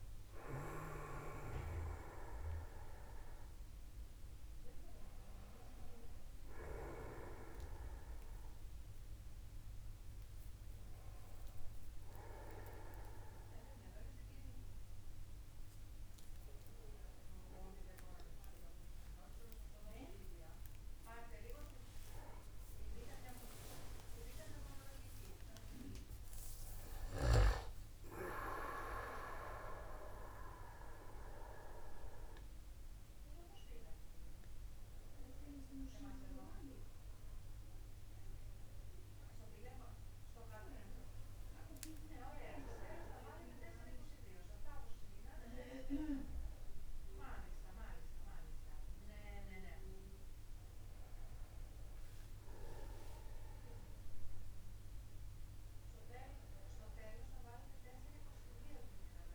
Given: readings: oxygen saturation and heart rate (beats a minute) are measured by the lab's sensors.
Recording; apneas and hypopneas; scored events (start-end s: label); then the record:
a person awake in a sleep study, by a room microphone; none
0.00-2.00 s: long interval between heartbeats (device-marked, heart rate 80 before, 141 extreme)
6.00-8.00 s: long interval between heartbeats (device-marked, heart rate 107 before, 141 extreme)
12.00-14.00 s: long interval between heartbeats (device-marked, heart rate 135 before, 126 extreme)
16.00-18.00 s: long interval between heartbeats (device-marked, heart rate 138 before, 125 extreme)
19.00-21.00 s: long interval between heartbeats (device-marked, heart rate 137 before, 143 extreme)
22.00-24.00 s: long interval between heartbeats (device-marked, heart rate 139 before, 182 extreme)
25.00-27.00 s: long interval between heartbeats (device-marked, heart rate 148 before, 163 extreme)
27.50-29.50 s: long interval between heartbeats (device-marked, heart rate 151 before, 137 extreme)
35.00-37.00 s: long interval between heartbeats (device-marked, heart rate 126 before, 50 extreme)
39.50-41.50 s: long interval between heartbeats (device-marked, heart rate 113 before, 83 extreme)
From the record:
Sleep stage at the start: awake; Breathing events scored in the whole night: 147 in 3.5 hours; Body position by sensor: upright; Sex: male